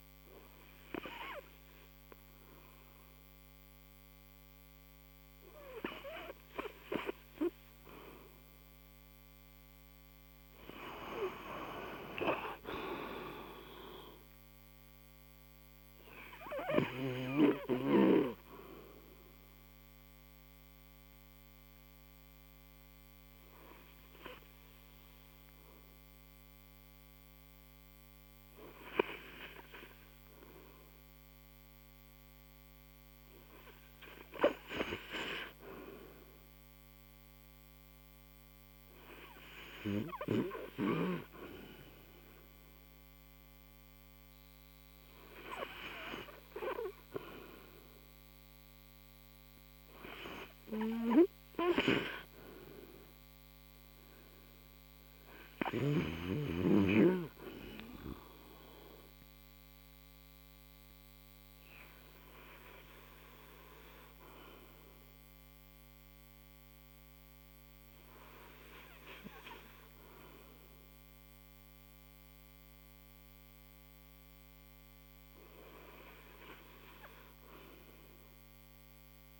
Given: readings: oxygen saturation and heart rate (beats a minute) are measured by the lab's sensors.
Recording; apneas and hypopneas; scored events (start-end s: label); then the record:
breathing in sleep by a microphone on the trachea; none
0.00-3.00 s: oxygen desaturation (device-marked, oxygen 78% lowest, heart rate 52 extreme)
8.00-32.00 s: oxygen desaturation (device-marked, oxygen 91% before, 82% lowest, heart rate 73 before, 48 extreme)
From the record:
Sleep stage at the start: N2 (light sleep); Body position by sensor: on the right side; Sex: male